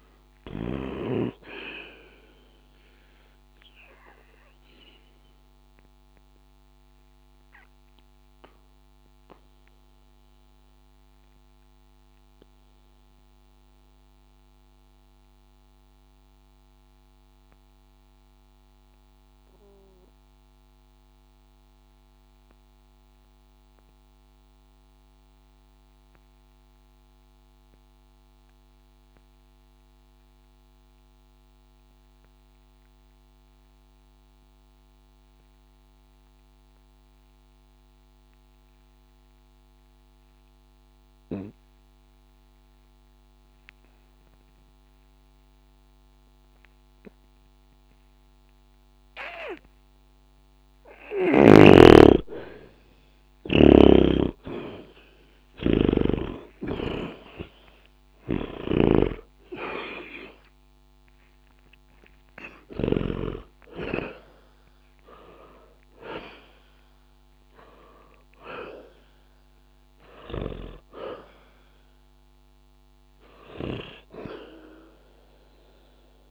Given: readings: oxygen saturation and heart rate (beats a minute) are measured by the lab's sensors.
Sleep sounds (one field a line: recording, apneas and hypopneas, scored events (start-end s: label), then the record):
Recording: breathing in sleep by a microphone on the trachea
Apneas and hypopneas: 1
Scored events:
0.00-27.00 s: oxygen desaturation (device-marked, oxygen 73% lowest, heart rate 59 extreme)
3.50-51.00 s: obstructive apnea (oxygen 96% before, 73% lowest, heart rate 60 before, 59 extreme, up 20 after)
38.00-76.31 s: oxygen desaturation (device-marked, oxygen 100% before, 73% lowest, heart rate 61 before, 59 extreme)
53.50-63.00 s: snoring (device-marked)
54.00-58.50 s: arousal
From the record:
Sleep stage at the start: N2 (light sleep)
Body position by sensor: on the back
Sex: male